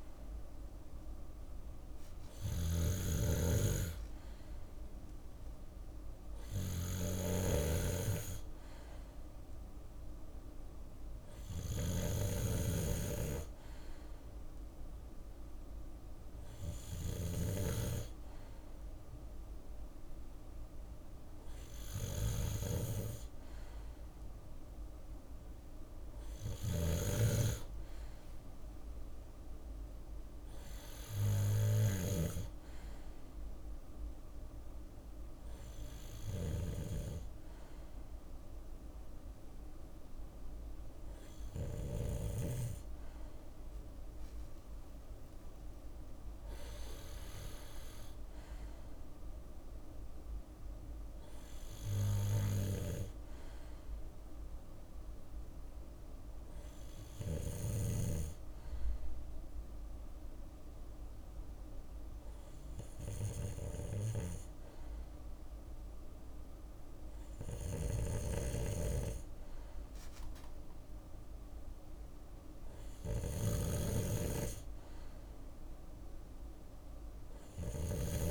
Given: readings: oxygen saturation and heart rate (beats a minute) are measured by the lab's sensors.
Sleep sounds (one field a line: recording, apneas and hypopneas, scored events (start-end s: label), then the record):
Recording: breathing in sleep by a room microphone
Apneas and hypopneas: none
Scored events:
0.00-41.50 s: snoring (device-marked)
6.50-13.50 s: bradycardia (device-marked, heart rate 61 before, 57 extreme)
19.50-78.31 s: new sleep stage, N2 (light sleep)
28.50-37.50 s: drop in pulse transit time (device-marked, heart rate 61 before, 57 extreme)
31.50-37.50 s: bradycardia (device-marked, heart rate 61 before, 57 extreme)
48.50-54.50 s: bradycardia (device-marked, heart rate 61 before, 55 extreme)
67.00-78.31 s: snoring (device-marked)
From the record:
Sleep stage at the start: N3 (deep sleep)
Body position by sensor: on the left side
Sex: male